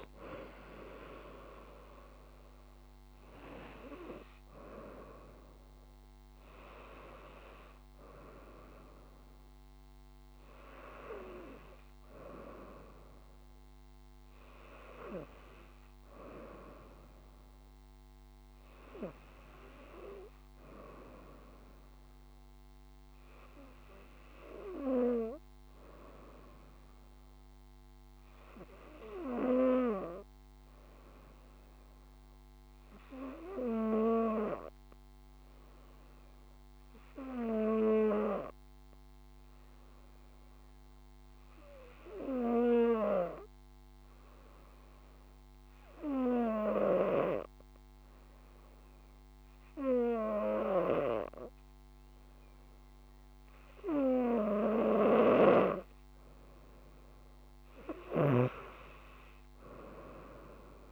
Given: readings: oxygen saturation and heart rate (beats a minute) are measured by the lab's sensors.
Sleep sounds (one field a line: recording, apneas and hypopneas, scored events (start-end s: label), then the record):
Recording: breathing in sleep by a microphone on the trachea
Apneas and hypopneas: 1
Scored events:
0.00-6.00 s: oxygen desaturation (device-marked, oxygen 93% lowest, heart rate 62 extreme)
29.50-56.50 s: obstructive apnea (oxygen 98% before, 94% lowest, heart rate 65 before, 61 extreme, up 4 after)
47.00-60.92 s: oxygen desaturation (device-marked, oxygen 98% before, 94% lowest, heart rate 63 before, 60 extreme)
From the record:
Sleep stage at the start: N2 (light sleep)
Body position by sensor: on the front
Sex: female